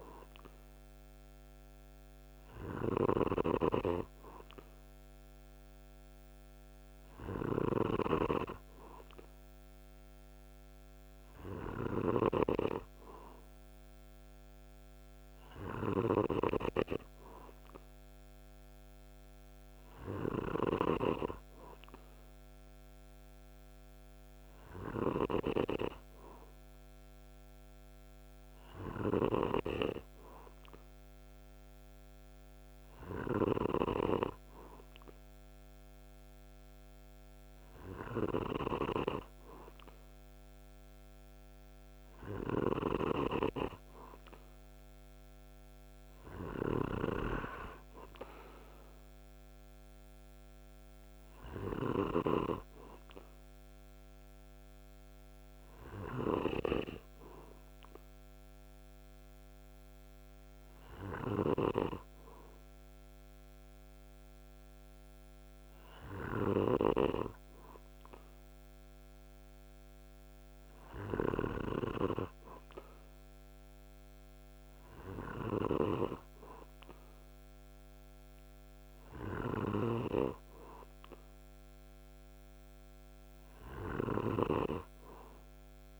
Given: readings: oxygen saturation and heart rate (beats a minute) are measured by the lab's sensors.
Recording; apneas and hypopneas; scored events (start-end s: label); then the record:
breathing in sleep by a microphone on the trachea; none
0.00-24.50 s: snoring (device-marked)
41.50-46.50 s: snoring (device-marked)
65.50-86.00 s: snoring (device-marked)
From the record:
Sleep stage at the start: N2 (light sleep); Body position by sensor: on the back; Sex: male